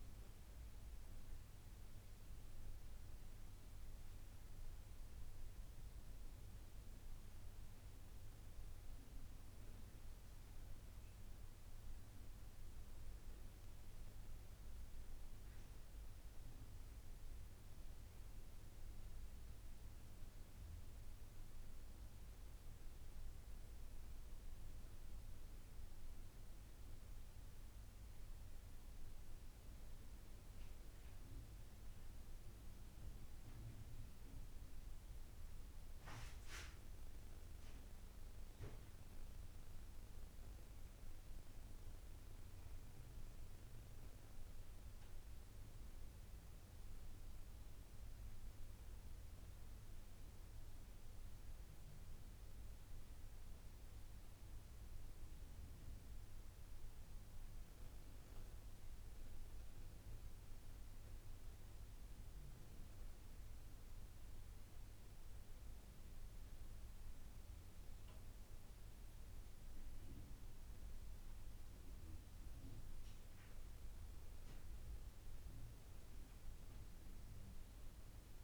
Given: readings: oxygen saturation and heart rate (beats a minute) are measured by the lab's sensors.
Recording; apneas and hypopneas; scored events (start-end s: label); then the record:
breathing in sleep, hard to hear, by a room microphone; none
none scored
From the record:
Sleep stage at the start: N2 (light sleep); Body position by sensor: on the right side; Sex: female